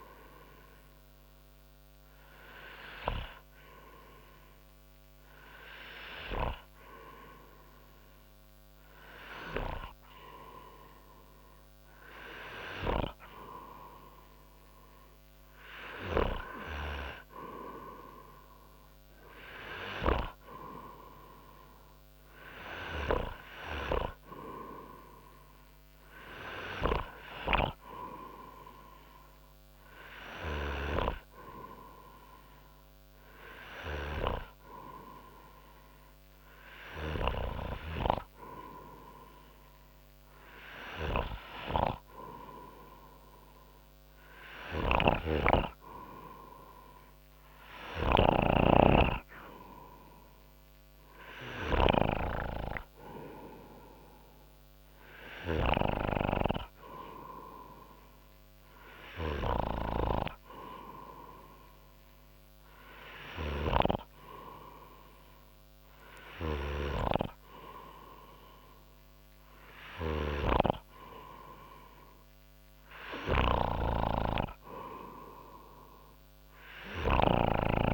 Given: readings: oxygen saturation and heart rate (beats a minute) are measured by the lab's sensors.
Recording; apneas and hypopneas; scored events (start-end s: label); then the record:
breathing in sleep by a microphone on the trachea; none
48.50-56.50 s: snoring (device-marked)
From the record:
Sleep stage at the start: N2 (light sleep); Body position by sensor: on the front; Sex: male